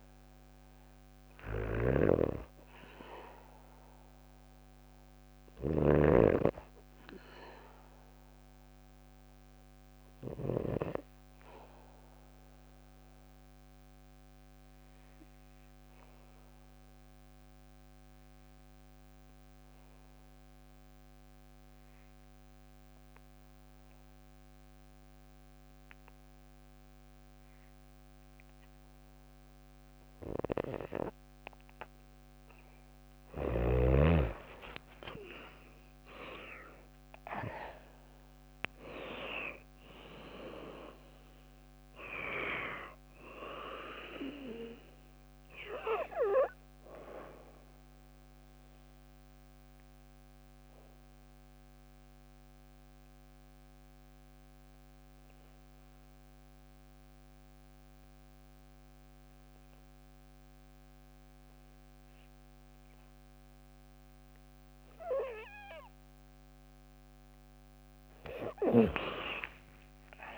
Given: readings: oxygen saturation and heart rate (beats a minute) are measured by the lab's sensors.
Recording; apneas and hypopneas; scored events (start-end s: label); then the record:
breathing in sleep by a microphone on the trachea; 2
0.00-8.00 s: oxygen desaturation (device-marked, oxygen 80% lowest, heart rate 56 extreme)
0.50-5.00 s: snoring (device-marked)
12.00-31.50 s: obstructive apnea (oxygen 98% before, 84% lowest, heart rate 64 before, 56 extreme, up 8 after)
31.00-60.00 s: oxygen desaturation (device-marked, oxygen 97% before, 84% lowest, heart rate 57 before, 56 extreme)
33.50-37.50 s: arousal
48.00-66.00 s: obstructive apnea (oxygen 97% before, 84% lowest, heart rate 61 before, 56 extreme, up 6 after)
68.00-70.37 s: arousal
From the record:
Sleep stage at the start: N2 (light sleep); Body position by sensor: on the back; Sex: female